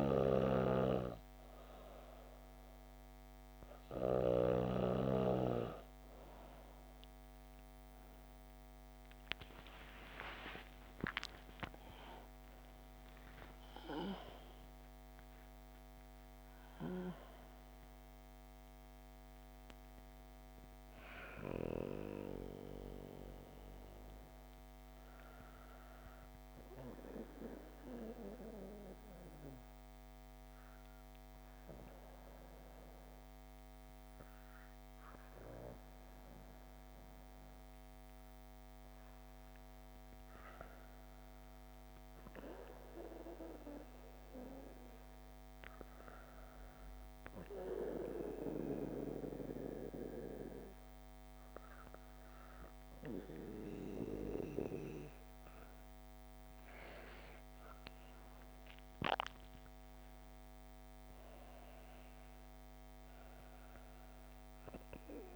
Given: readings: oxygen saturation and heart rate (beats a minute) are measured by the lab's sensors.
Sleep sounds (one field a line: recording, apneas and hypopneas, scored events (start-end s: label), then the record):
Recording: breathing in sleep by a microphone on the trachea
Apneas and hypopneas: 1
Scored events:
9.00-14.50 s: arousal
26.50-38.50 s: obstructive apnea (oxygen 96% before, 95% lowest, heart rate 74 before, 61 extreme, up 3 after)
40.50-44.50 s: arousal
From the record:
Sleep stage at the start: N2 (light sleep)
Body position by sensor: on the back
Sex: female